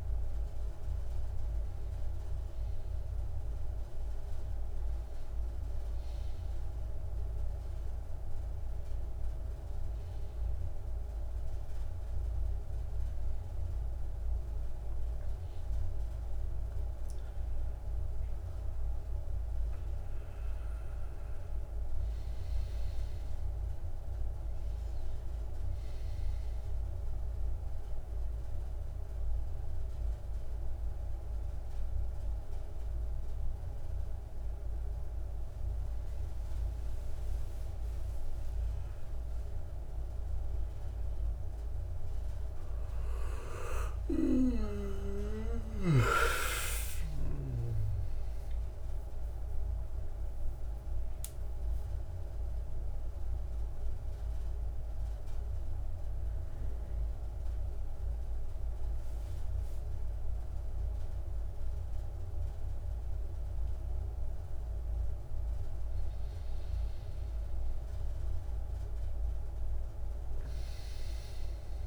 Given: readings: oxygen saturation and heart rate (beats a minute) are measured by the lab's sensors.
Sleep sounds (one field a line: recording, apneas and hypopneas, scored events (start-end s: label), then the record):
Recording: breathing in sleep by a room microphone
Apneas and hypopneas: 1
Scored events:
3.50-10.50 s: oxygen desaturation (device-marked, oxygen 99% before, 95% lowest, heart rate 91 before, 86 extreme)
44.50-49.50 s: arousal
54.50-66.00 s: central apnea (oxygen 97% before, 91% lowest, heart rate 93 before, 80 extreme, up 11 after)
68.00-71.00 s: arousal
68.50-71.87 s: oxygen desaturation (device-marked, oxygen 99% before, 91% lowest, heart rate 88 before, 80 extreme)
From the record:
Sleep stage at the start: N1 (lightest sleep)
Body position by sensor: on the back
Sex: male